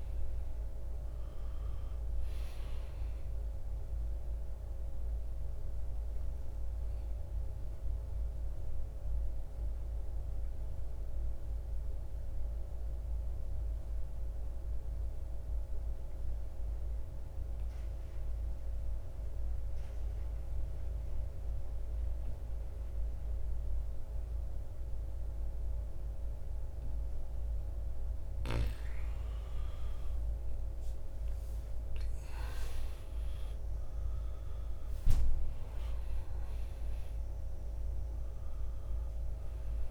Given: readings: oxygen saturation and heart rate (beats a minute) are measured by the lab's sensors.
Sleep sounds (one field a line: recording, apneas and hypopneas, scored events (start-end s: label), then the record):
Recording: breathing in sleep, hard to hear, by a room microphone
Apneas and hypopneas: 1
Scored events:
0.00-18.00 s: oxygen desaturation (device-marked, oxygen 79% lowest, heart rate 51 extreme)
3.00-27.50 s: obstructive apnea (oxygen 98% before, 79% lowest, heart rate 64 before, 49 extreme, up 15 after)
29.00-33.50 s: arousal
34.00-39.91 s: oxygen desaturation (device-marked, oxygen 98% before, 84% lowest, heart rate 54 before, 49 extreme)
From the record:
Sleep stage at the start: N2 (light sleep)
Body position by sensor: on the back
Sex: male